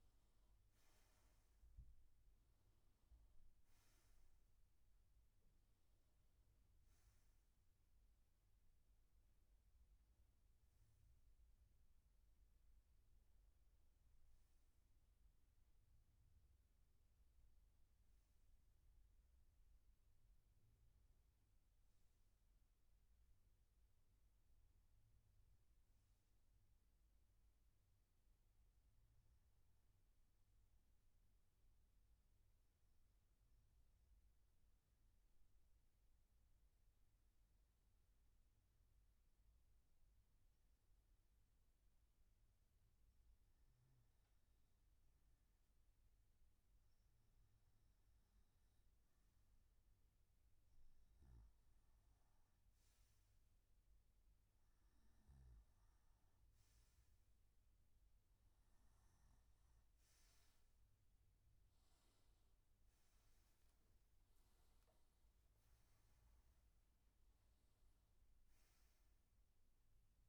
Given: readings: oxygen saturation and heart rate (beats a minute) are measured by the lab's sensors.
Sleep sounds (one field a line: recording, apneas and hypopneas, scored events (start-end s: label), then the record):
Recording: breathing in sleep, hard to hear, by a room microphone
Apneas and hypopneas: 1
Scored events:
32.00-48.00 s: obstructive apnea (oxygen 97% before, 93% lowest, heart rate 68 before, 59 extreme, up 4 after)
From the record:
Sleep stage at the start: N1 (lightest sleep)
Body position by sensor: on the right side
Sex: male